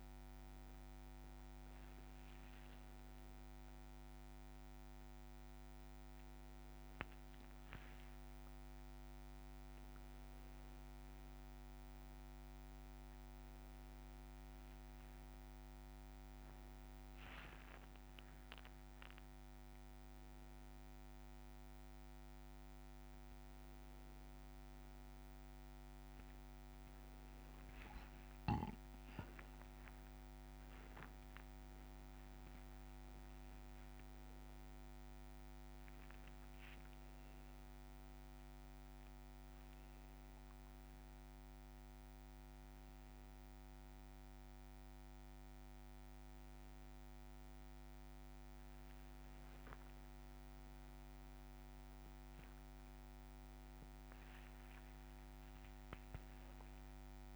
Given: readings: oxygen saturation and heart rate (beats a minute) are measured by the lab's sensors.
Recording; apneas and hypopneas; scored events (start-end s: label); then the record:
a person awake in a sleep study, hard to hear, by a microphone on the trachea; none
0.00-4.50 s: tachycardia (device-marked, heart rate 120 extreme)
5.00-7.00 s: long interval between heartbeats (device-marked, heart rate 86 before, 114 extreme)
10.00-12.00 s: long interval between heartbeats (device-marked, heart rate 93 before, 78 extreme)
47.50-56.50 s: tachycardia (device-marked, heart rate 71 before, 176 extreme)
49.00-51.00 s: long interval between heartbeats (device-marked, heart rate 68 before, 73 extreme)
51.50-53.50 s: long interval between heartbeats (device-marked, heart rate 72 before, 133 extreme)
53.50-55.50 s: long interval between heartbeats (device-marked, heart rate 79 before, 156 extreme)
From the record:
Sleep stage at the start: awake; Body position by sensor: upright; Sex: male